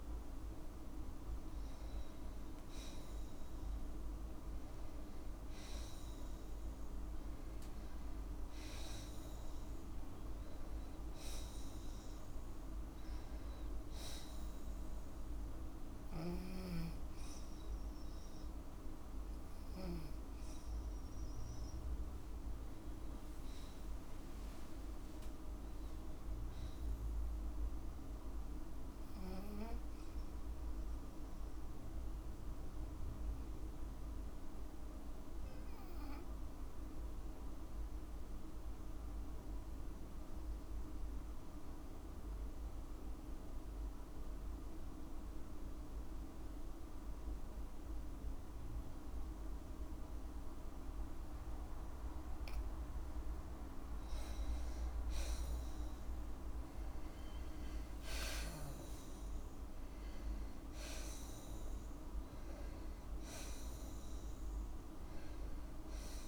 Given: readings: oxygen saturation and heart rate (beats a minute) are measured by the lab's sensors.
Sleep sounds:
breathing in sleep, hard to hear, by a room microphone; 1
0.00-2.00 s: oxygen desaturation (device-marked, oxygen 98% before, 93% lowest, heart rate 55 before, 53 extreme)
2.50-7.50 s: arousal
28.00-49.00 s: oxygen desaturation (device-marked, oxygen 98% before, 94% lowest, heart rate 57 before, 53 extreme)
37.00-52.50 s: obstructive apnea (oxygen 98% before, 92% lowest, heart rate 57 before, 53 extreme, up 7 after)
54.00-57.00 s: arousal
From the record:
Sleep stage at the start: N2 (light sleep); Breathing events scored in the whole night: 247 in 4.4 hours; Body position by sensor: on the back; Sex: female

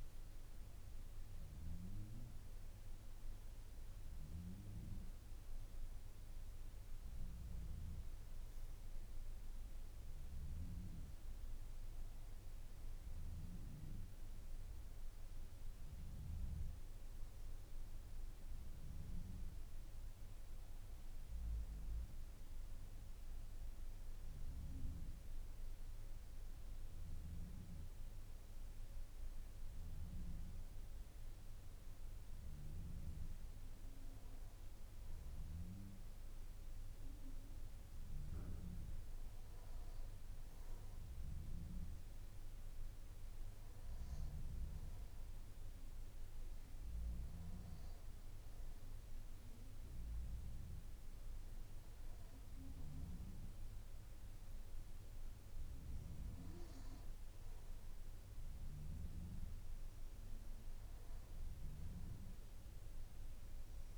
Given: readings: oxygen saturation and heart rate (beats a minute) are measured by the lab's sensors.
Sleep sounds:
breathing in sleep, hard to hear, by a room microphone; none
37.50-63.98 s: new sleep stage, N2 (light sleep)
From the record:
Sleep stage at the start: N1 (lightest sleep); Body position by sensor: on the back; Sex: male

